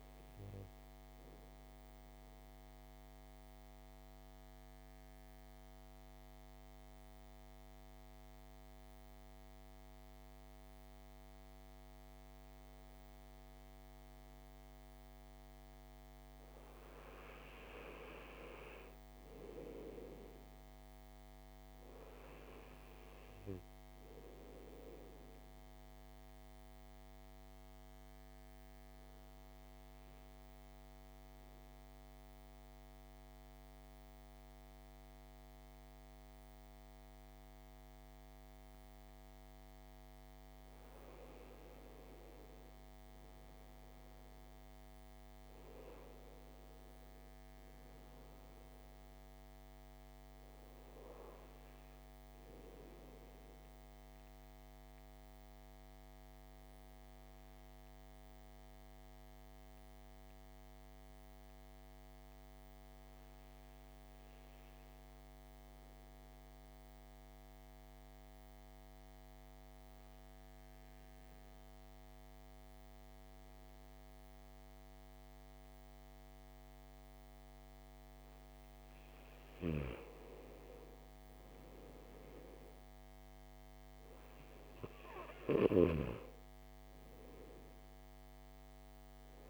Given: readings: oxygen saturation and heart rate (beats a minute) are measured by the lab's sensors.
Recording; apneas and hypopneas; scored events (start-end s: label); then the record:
breathing in sleep by a microphone on the trachea; 3
0.00-19.00 s: oxygen desaturation (device-marked, oxygen 90% lowest, heart rate 50 extreme)
0.50-15.00 s: mixed apnea (oxygen 98% before, 90% lowest, heart rate 58 before, 50 extreme, up 11 after)
17.50-21.50 s: arousal
25.50-40.50 s: mixed apnea (oxygen 98% before, 90% lowest, heart rate 55 before, 51 extreme, up 7 after)
42.50-46.00 s: arousal
50.00-68.00 s: oxygen desaturation (device-marked, oxygen 98% before, 92% lowest, heart rate 57 before, 51 extreme)
52.50-77.00 s: obstructive apnea (oxygen 98% before, 90% lowest, heart rate 57 before, 51 extreme, up 6 after)
80.50-84.00 s: arousal
82.00-89.50 s: oxygen desaturation (device-marked, oxygen 99% before, 90% lowest, heart rate 55 before, 53 extreme)
From the record:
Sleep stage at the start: N2 (light sleep); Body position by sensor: on the back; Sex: male